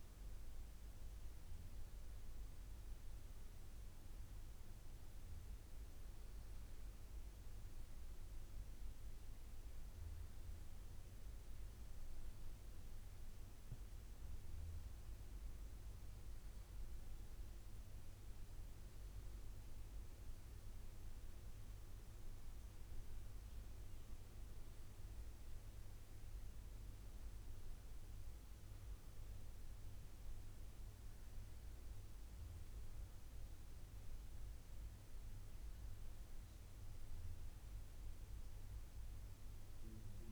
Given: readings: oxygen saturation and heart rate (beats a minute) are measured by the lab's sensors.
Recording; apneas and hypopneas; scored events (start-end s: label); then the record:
breathing in sleep, hard to hear, by a room microphone; none
none scored
From the record:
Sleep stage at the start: N2 (light sleep); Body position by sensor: on the back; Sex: male